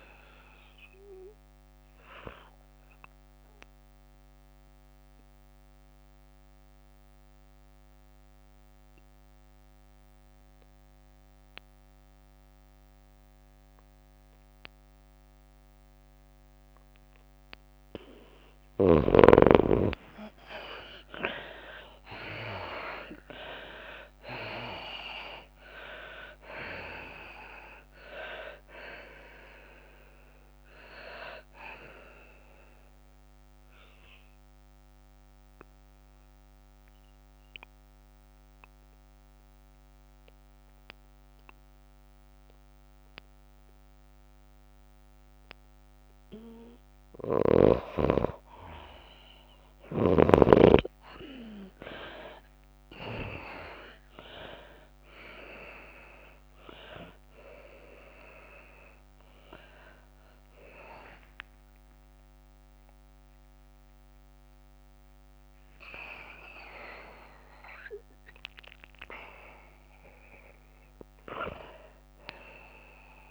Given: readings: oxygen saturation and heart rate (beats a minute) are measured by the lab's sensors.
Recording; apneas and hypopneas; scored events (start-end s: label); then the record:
breathing in sleep by a microphone on the trachea; 2
0.00-1.50 s: long interval between heartbeats (device-marked, heart rate 68 extreme)
0.00-13.00 s: oxygen desaturation (device-marked, oxygen 87% lowest)
0.00-14.00 s: bradycardia (device-marked)
2.50-4.50 s: long interval between heartbeats (device-marked, heart rate 107 before, 52 extreme)
2.50-18.50 s: obstructive apnea (oxygen 99% before, 83% lowest)
9.00-15.00 s: drop in pulse transit time (device-marked)
11.00-13.00 s: long interval between heartbeats (device-marked, heart rate 80 before, 35 extreme)
14.50-16.50 s: long interval between heartbeats (device-marked, heart rate 66 before, 50 extreme)
17.50-19.50 s: long interval between heartbeats (device-marked, heart rate 53 before, 65 extreme)
20.00-23.50 s: arousal
20.50-22.50 s: long interval between heartbeats (device-marked, heart rate 48 before, 64 extreme)
22.00-47.00 s: oxygen desaturation (device-marked, oxygen 97% before, 83% lowest)
34.50-47.00 s: obstructive apnea (oxygen 97% before, 83% lowest)
39.00-62.00 s: bradycardia (device-marked)
46.00-59.00 s: drop in pulse transit time (device-marked, heart rate 54 before, 27 extreme)
48.00-50.00 s: long interval between heartbeats (device-marked, heart rate 50 before, 33 extreme)
49.50-52.50 s: arousal
54.50-56.50 s: long interval between heartbeats (device-marked, heart rate 41 before, 48 extreme)
58.00-73.31 s: oxygen desaturation (device-marked, oxygen 98% before, 86% lowest, heart rate 37 before, 29 extreme)
63.00-68.00 s: arousal
64.00-68.00 s: tachycardia (device-marked, heart rate 96 before, 117 extreme)
67.50-69.50 s: long interval between heartbeats (device-marked, heart rate 41 before, 117 extreme)
68.00-72.00 s: bradycardia (device-marked, heart rate 96 before, 56 extreme)
70.00-73.31 s: drop in pulse transit time (device-marked, heart rate 54 before, 29 extreme)
From the record:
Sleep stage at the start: N2 (light sleep); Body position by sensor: on the left side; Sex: female